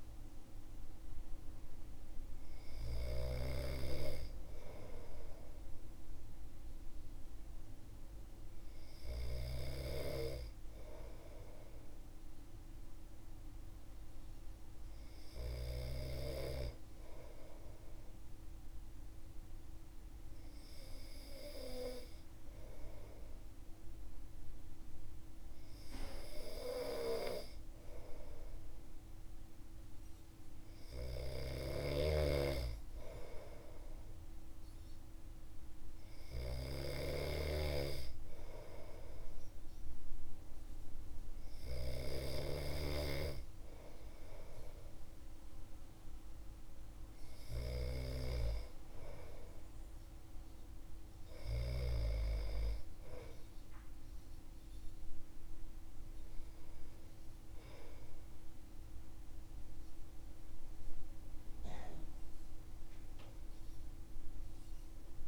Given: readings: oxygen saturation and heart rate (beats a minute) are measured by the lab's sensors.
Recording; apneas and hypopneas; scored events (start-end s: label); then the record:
breathing in sleep by a room microphone; 1
2.50-9.00 s: snoring (device-marked)
13.50-45.50 s: hypopnea (oxygen 97% before, 96% lowest, heart rate 57 before, 57 extreme, up 7 after)
30.50-51.50 s: snoring (device-marked)
49.00-53.50 s: arousal
From the record:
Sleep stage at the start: N2 (light sleep); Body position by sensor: on the back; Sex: male